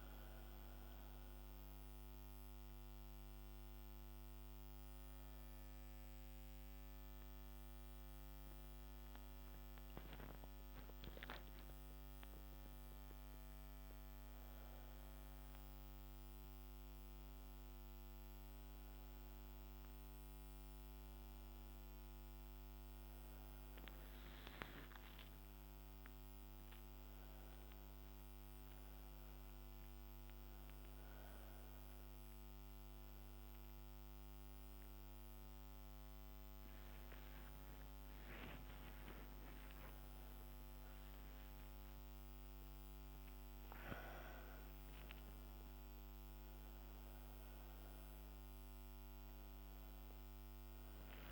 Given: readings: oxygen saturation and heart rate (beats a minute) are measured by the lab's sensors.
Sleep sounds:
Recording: a person awake in a sleep study, hard to hear, by a microphone on the trachea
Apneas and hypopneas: none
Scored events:
7.00-51.32 s: new sleep stage, awake
39.00-41.00 s: long interval between heartbeats (device-marked, heart rate 72 before, 81 extreme)
From the record:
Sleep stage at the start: N2 (light sleep)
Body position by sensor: on the back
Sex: female

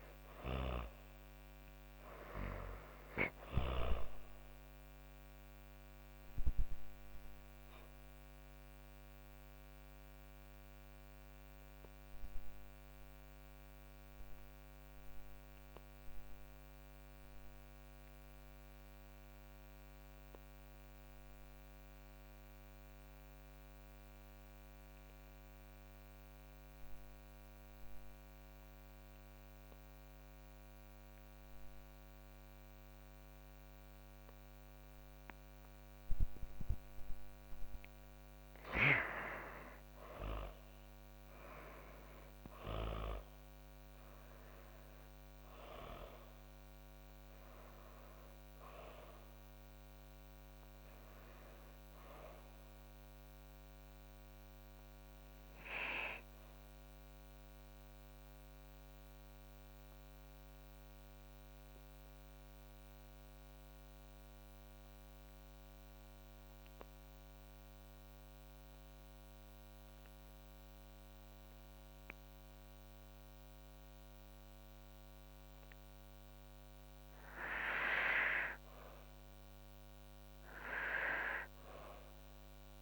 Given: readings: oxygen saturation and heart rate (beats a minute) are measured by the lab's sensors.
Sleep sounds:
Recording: breathing in sleep by a microphone on the trachea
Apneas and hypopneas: 2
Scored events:
0.00-2.50 s: snoring (device-marked)
0.00-21.00 s: oxygen desaturation (device-marked, oxygen 87% lowest)
6.00-36.50 s: obstructive apnea (oxygen 98% before, 84% lowest)
37.50-42.50 s: arousal
38.00-62.00 s: oxygen desaturation (device-marked, oxygen 98% before, 84% lowest)
55.50-76.00 s: obstructive apnea (oxygen 98% before, 83% lowest)
78.00-81.50 s: arousal
From the record:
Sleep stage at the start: N2 (light sleep)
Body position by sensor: on the back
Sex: female

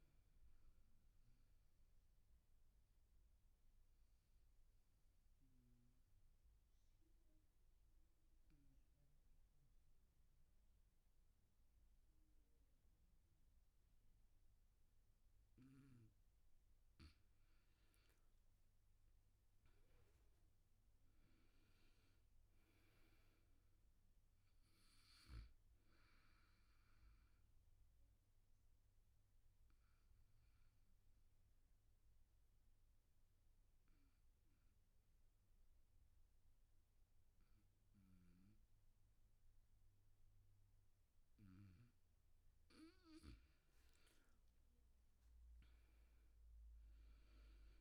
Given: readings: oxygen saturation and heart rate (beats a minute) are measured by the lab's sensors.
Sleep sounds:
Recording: breathing in sleep, hard to hear, by a room microphone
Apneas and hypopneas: 2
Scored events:
0.00-7.00 s: oxygen desaturation (device-marked, oxygen 90% lowest, heart rate 70 extreme)
1.00-15.50 s: obstructive apnea (oxygen 98% before, 88% lowest, heart rate 80 before, 69 extreme, up 13 after)
19.00-22.50 s: arousal
20.00-38.00 s: oxygen desaturation (device-marked, oxygen 99% before, 89% lowest, heart rate 75 before, 69 extreme)
27.50-42.50 s: obstructive apnea (oxygen 99% before, 87% lowest, heart rate 76 before, 69 extreme, up 13 after)
44.00-47.50 s: arousal
44.00-47.81 s: oxygen desaturation (device-marked, oxygen 99% before, 88% lowest, heart rate 73 before, 74 extreme)
From the record:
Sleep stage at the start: N2 (light sleep)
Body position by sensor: on the back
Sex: male

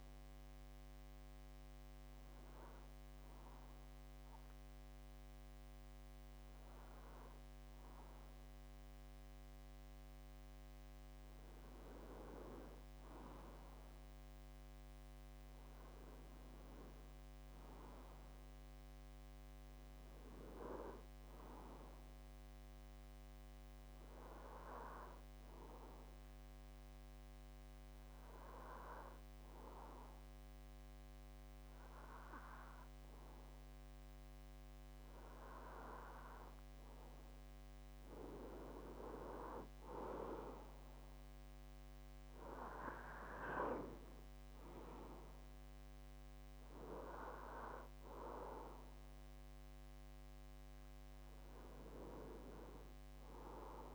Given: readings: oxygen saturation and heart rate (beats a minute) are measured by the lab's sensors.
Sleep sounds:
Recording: breathing in sleep by a microphone on the trachea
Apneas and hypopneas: 2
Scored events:
1.00-11.50 s: obstructive apnea (oxygen 94% before, 90% lowest)
14.00-19.00 s: arousal
24.50-35.50 s: hypopnea (oxygen 96% before, 90% lowest)
38.50-42.00 s: arousal
42.00-53.95 s: oxygen desaturation (device-marked, oxygen 94% before, 90% lowest)
From the record:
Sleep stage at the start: N2 (light sleep)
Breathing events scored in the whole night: 217 in 6.2 hours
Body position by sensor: on the back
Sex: male

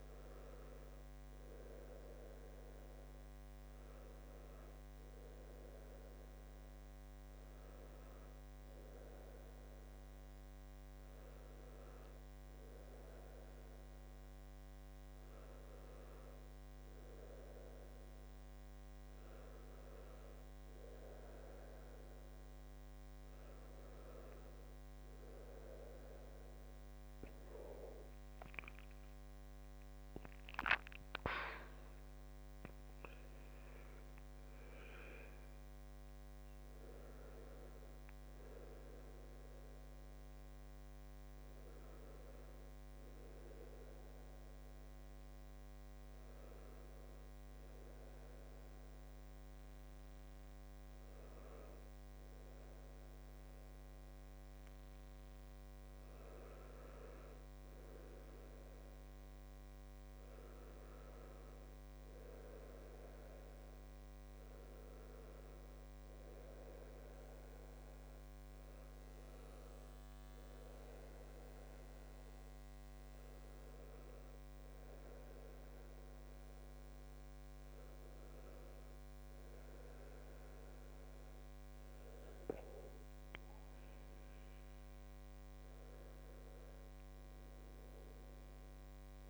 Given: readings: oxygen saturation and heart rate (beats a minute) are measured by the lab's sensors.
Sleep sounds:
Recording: breathing in sleep, hard to hear, by a microphone on the trachea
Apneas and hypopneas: none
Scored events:
none scored
From the record:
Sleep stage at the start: N2 (light sleep)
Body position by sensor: on the back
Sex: male

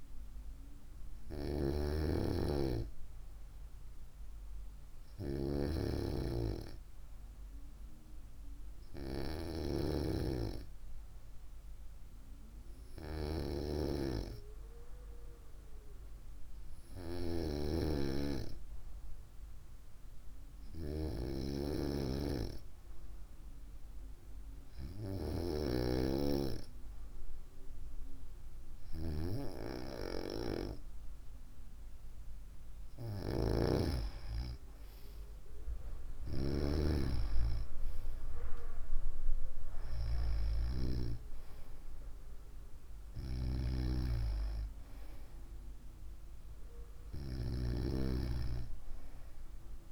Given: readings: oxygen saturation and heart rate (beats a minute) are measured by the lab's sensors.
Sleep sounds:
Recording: breathing in sleep by a room microphone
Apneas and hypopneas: 1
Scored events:
13.00-29.50 s: hypopnea (oxygen 96% before, 94% lowest, heart rate 62 before, 53 extreme, up 4 after)
30.50-34.50 s: arousal
From the record:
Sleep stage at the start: N2 (light sleep)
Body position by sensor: on the right side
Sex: female

